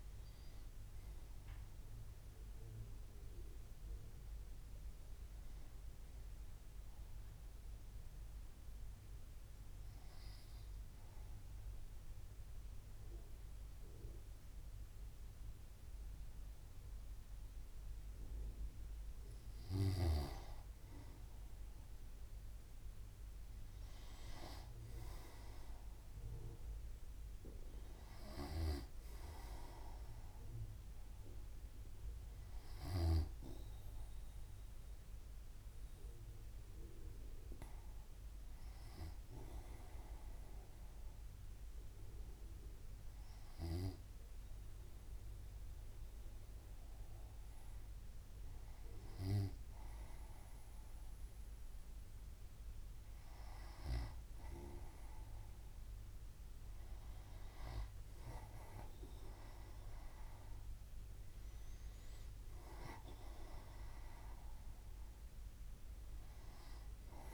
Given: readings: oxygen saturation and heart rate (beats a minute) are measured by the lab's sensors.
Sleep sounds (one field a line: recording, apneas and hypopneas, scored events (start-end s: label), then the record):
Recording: breathing in sleep by a room microphone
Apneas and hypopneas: 2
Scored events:
7.50-19.50 s: obstructive apnea (oxygen 100% before, 96% lowest, heart rate 69 before, 63 extreme, up 2 after)
22.00-25.50 s: arousal
36.50-51.00 s: hypopnea (oxygen 99% before, 96% lowest, heart rate 64 before, 63 extreme, up 2 after)
55.50-60.00 s: arousal
From the record:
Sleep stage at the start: N2 (light sleep)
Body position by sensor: on the right side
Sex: male